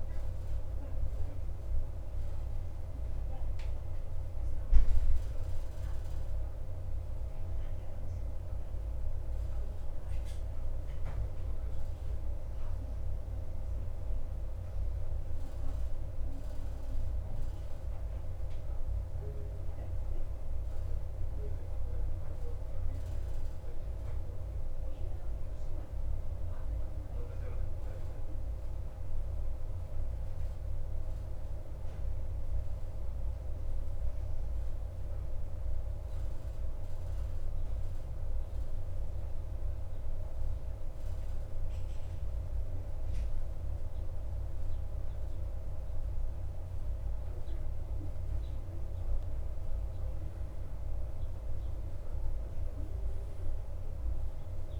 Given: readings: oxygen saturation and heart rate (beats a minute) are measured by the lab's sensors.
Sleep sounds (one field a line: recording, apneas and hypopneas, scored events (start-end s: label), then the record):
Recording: breathing in sleep, hard to hear, by a room microphone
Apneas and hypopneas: 1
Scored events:
1.50-26.50 s: oxygen desaturation (device-marked, oxygen 94% before, 91% lowest, heart rate 54 before, 52 extreme)
18.50-41.50 s: obstructive apnea (oxygen 94% before, 90% lowest, heart rate 54 before, 52 extreme, up 2 after)
43.00-47.50 s: arousal
From the record:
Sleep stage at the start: REM sleep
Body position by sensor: on the back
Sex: male